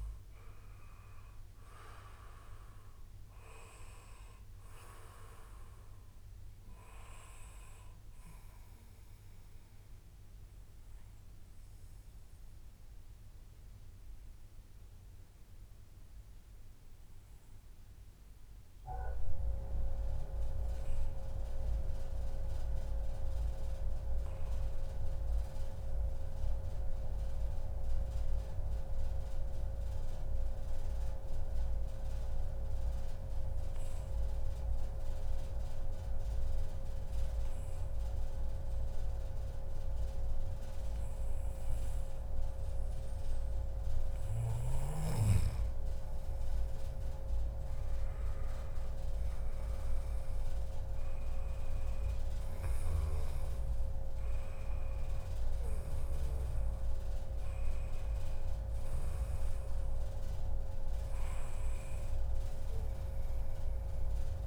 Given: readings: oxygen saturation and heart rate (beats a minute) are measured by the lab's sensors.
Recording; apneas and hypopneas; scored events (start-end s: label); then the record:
breathing in sleep by a room microphone; 1
7.50-9.50 s: long interval between heartbeats (device-marked, heart rate 141 before, 133 extreme)
11.00-43.50 s: obstructive apnea (oxygen 98% before, 92% lowest, heart rate 139 before, 96 extreme, up 26 after)
27.50-29.50 s: long interval between heartbeats (device-marked, heart rate 110 before, 106 extreme)
39.50-41.50 s: long interval between heartbeats (device-marked, heart rate 109 before, 96 extreme)
45.50-64.47 s: oxygen desaturation (device-marked, oxygen 98% before, 92% lowest, heart rate 104 before, 88 extreme)
46.00-50.50 s: arousal
50.00-52.00 s: long interval between heartbeats (device-marked, heart rate 105 before, 112 extreme)
From the record:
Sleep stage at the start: N2 (light sleep); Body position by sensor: on the back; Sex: male